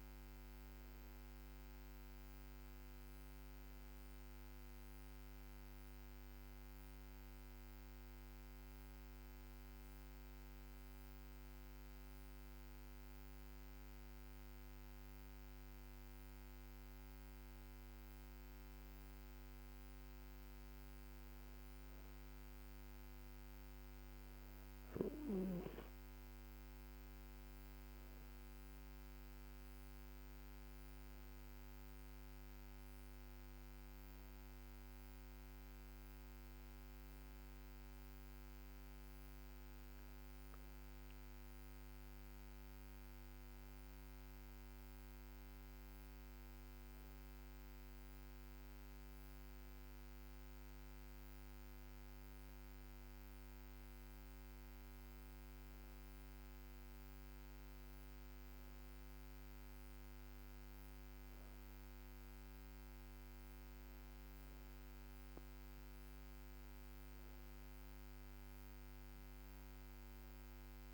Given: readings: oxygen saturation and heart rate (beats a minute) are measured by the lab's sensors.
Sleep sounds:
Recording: breathing in sleep, hard to hear, by a microphone on the trachea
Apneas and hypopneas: 1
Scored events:
0.00-1.50 s: oxygen desaturation (device-marked, oxygen 94% lowest, heart rate 74 extreme)
7.00-17.00 s: hypopnea (oxygen 97% before, 94% lowest, heart rate 76 before, 74 extreme, up 3 after)
15.50-70.94 s: new sleep stage, N2 (light sleep)
22.00-27.00 s: arousal
From the record:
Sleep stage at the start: N1 (lightest sleep)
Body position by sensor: on the back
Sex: female

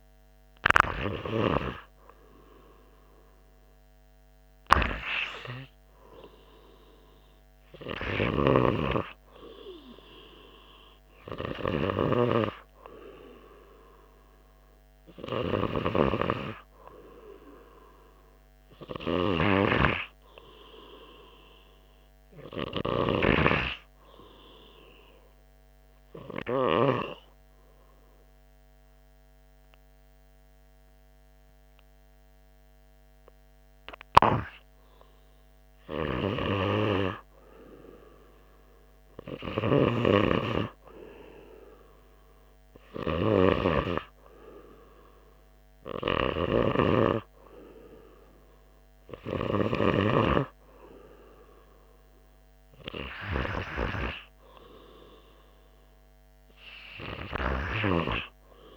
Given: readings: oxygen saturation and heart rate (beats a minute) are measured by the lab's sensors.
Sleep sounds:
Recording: breathing in sleep by a microphone on the trachea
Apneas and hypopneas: 1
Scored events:
8.50-13.00 s: snoring (device-marked)
18.50-22.00 s: arousal
25.50-36.50 s: obstructive apnea (oxygen 99% before, 96% lowest, heart rate 85 before, 83 extreme, up 2 after)
39.50-43.00 s: arousal
40.00-51.00 s: snoring (device-marked)
From the record:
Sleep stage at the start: N2 (light sleep)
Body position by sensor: on the right side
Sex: male

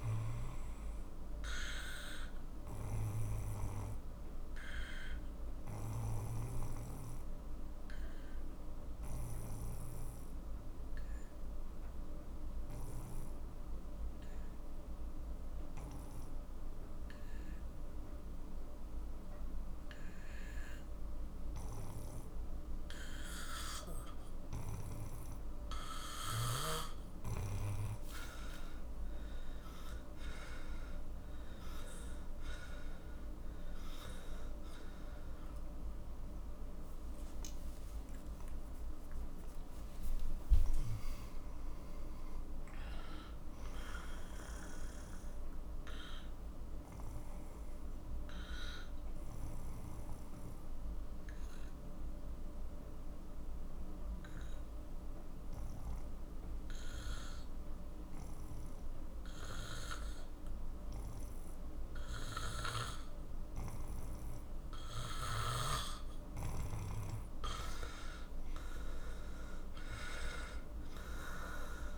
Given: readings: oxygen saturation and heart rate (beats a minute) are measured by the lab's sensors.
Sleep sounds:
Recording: breathing in sleep by a room microphone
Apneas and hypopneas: 2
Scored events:
0.00-2.00 s: oxygen desaturation (device-marked, oxygen 92% lowest, heart rate 44 extreme)
3.00-26.50 s: obstructive apnea (oxygen 97% before, 92% lowest, heart rate 60 before, 45 extreme, up 25 after)
29.00-52.00 s: oxygen desaturation (device-marked, oxygen 97% before, 93% lowest, heart rate 48 before, 43 extreme)
37.00-41.00 s: arousal
47.00-66.50 s: obstructive apnea (oxygen 97% before, 92% lowest, heart rate 72 before, 43 extreme, up 18 after)
68.50-71.97 s: arousal
70.00-71.97 s: oxygen desaturation (device-marked, oxygen 97% before, 92% lowest, heart rate 46 before, 44 extreme)
From the record:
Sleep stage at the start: N2 (light sleep)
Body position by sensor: on the back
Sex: male

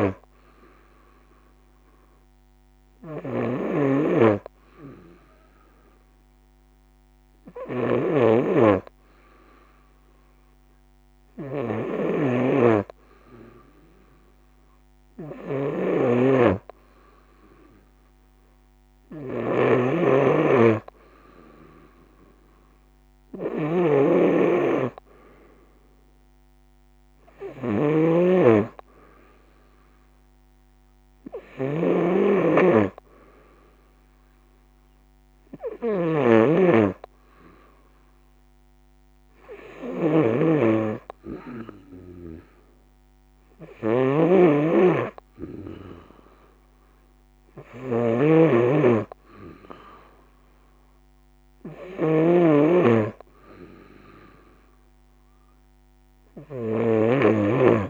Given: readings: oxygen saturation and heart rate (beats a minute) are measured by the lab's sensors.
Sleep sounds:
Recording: breathing in sleep by a microphone on the trachea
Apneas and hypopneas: 1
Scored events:
0.00-2.00 s: oxygen desaturation (device-marked, oxygen 93% lowest, heart rate 61 extreme)
0.00-57.90 s: snoring (device-marked)
1.00-14.00 s: hypopnea (oxygen 96% before, 92% lowest, heart rate 64 before, 63 extreme, up 3 after)
14.50-19.00 s: arousal
50.50-54.50 s: arousal
From the record:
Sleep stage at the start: N2 (light sleep)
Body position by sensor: on the right side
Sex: female

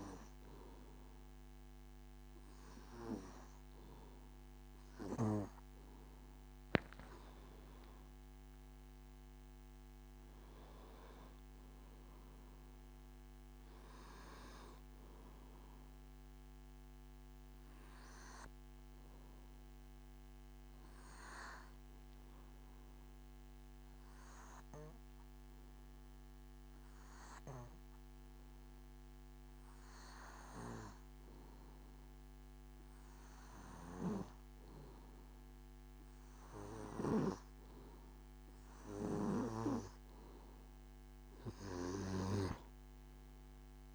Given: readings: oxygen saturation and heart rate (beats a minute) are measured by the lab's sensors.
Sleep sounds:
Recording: breathing in sleep by a microphone on the trachea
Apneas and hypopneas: 1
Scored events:
0.00-7.00 s: oxygen desaturation (device-marked, oxygen 92% lowest, heart rate 67 extreme)
20.00-37.00 s: hypopnea (oxygen 94% before, 92% lowest, heart rate 80 before, 67 extreme, up 0 after)
39.00-43.95 s: oxygen desaturation (device-marked, oxygen 98% before, 93% lowest, heart rate 71 before, 67 extreme)
40.50-43.50 s: arousal
From the record:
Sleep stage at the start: N2 (light sleep)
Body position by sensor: on the back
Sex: male

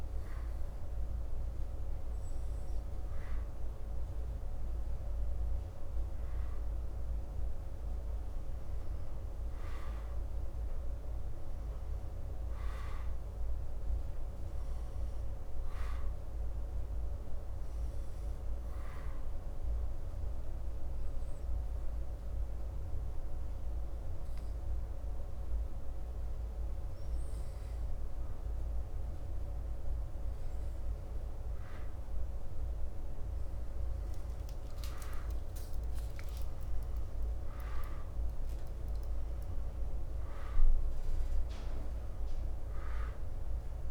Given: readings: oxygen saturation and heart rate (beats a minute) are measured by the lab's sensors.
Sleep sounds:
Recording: a person awake in a sleep study, hard to hear, by a room microphone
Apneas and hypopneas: none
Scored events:
30.00-43.91 s: new sleep stage, N1 (lightest sleep)
From the record:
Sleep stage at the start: awake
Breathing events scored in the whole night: 401 in 5.4 hours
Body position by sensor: on the back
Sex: male

